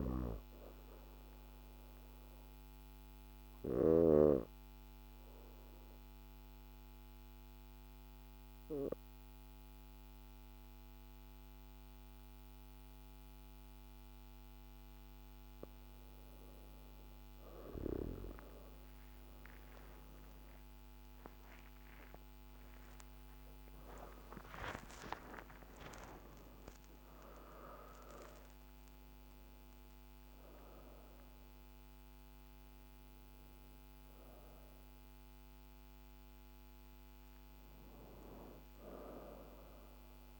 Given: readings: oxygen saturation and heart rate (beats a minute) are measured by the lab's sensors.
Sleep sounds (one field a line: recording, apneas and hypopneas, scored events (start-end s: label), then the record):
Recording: breathing in sleep by a microphone on the trachea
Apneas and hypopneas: 1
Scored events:
0.00-3.50 s: snoring (device-marked)
0.00-12.00 s: oxygen desaturation (device-marked, oxygen 92% lowest, heart rate 45 extreme)
1.50-14.50 s: obstructive apnea (oxygen 98% before, 88% lowest, heart rate 46 before, 45 extreme, up 4 after)
18.00-40.40 s: oxygen desaturation (device-marked, oxygen 98% before, 89% lowest, heart rate 52 before, 50 extreme)
21.50-25.50 s: arousal
From the record:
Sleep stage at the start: N2 (light sleep)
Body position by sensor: on the back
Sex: female